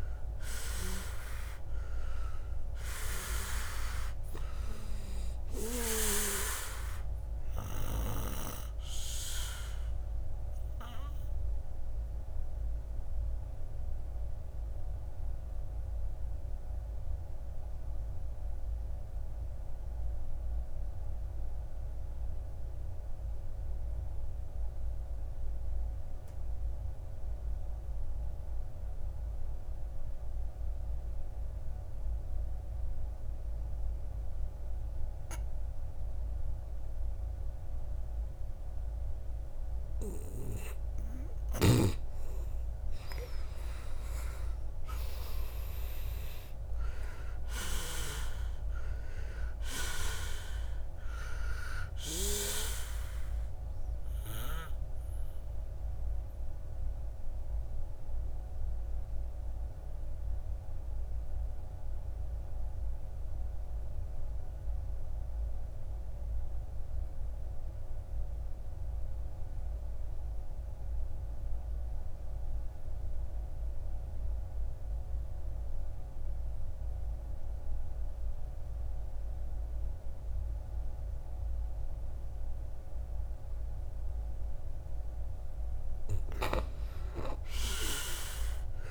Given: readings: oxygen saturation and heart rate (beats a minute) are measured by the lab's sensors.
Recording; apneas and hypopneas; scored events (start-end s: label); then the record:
breathing in sleep by a room microphone; 2
0.00-2.00 s: arousal
0.00-18.50 s: oxygen desaturation (device-marked, oxygen 76% lowest, heart rate 54 extreme)
8.00-40.00 s: obstructive apnea (oxygen 97% before, 76% lowest, heart rate 67 before, 54 extreme, up 10 after)
31.50-67.50 s: oxygen desaturation (device-marked, oxygen 98% before, 76% lowest, heart rate 58 before, 55 extreme)
43.50-47.00 s: arousal
56.00-83.50 s: obstructive apnea (oxygen 97% before, 76% lowest, heart rate 69 before, 55 extreme, up 10 after)
75.50-88.91 s: oxygen desaturation (device-marked, oxygen 99% before, 77% lowest, heart rate 58 before, 56 extreme)
86.00-88.91 s: arousal
From the record:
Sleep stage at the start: N2 (light sleep); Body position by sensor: on the back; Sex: male